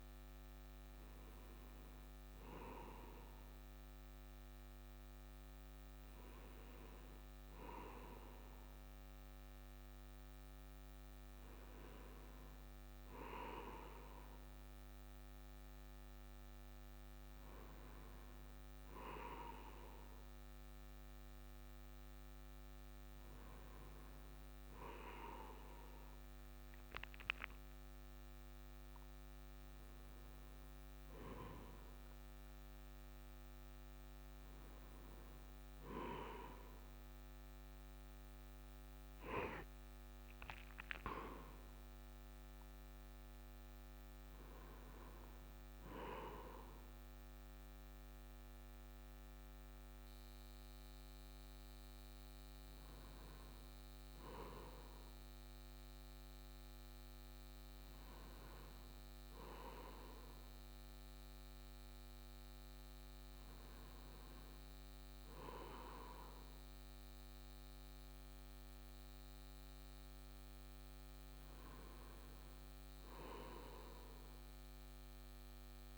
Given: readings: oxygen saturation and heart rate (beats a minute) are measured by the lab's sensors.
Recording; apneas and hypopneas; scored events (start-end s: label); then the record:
breathing in sleep by a microphone on the trachea; none
none scored
From the record:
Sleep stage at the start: N1 (lightest sleep); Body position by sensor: on the right side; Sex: male